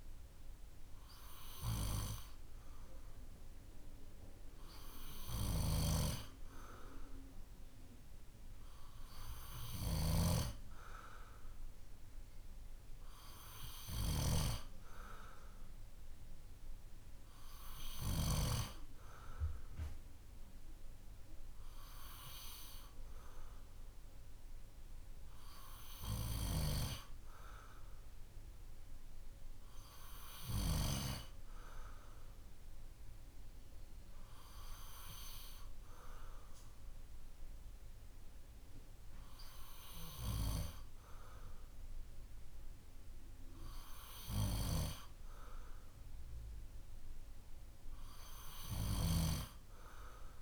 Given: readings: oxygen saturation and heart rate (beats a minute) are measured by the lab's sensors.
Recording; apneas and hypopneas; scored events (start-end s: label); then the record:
breathing in sleep by a room microphone; none
none scored
From the record:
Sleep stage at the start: N2 (light sleep); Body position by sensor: on the back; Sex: male